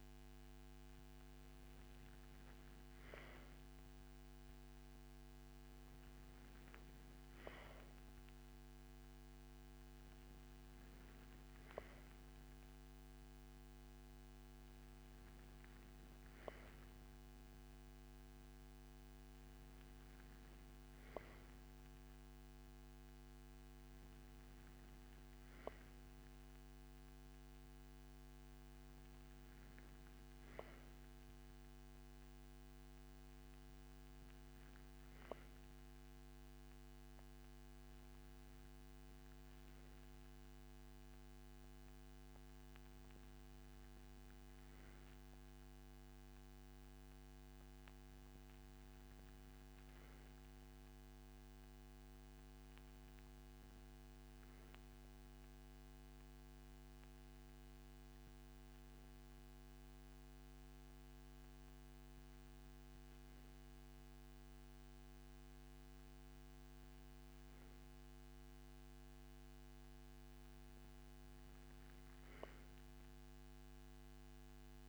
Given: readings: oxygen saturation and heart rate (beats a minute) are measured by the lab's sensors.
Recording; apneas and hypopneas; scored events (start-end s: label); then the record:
breathing in sleep, hard to hear, by a microphone on the trachea; none
none scored
From the record:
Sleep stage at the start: N2 (light sleep); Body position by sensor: on the right side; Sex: male